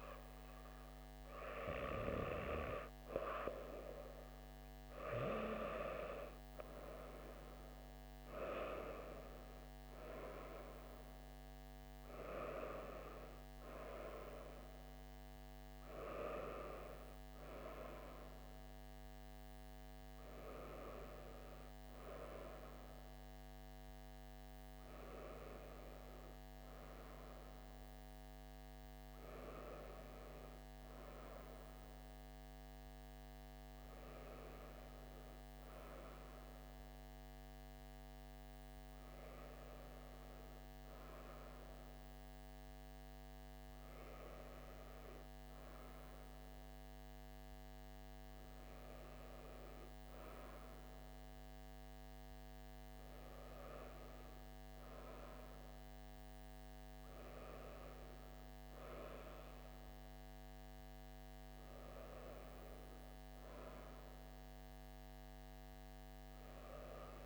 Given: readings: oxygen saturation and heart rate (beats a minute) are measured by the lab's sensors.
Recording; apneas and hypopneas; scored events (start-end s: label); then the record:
breathing in sleep by a microphone on the trachea; none
none scored
From the record:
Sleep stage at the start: N2 (light sleep); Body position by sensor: on the back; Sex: female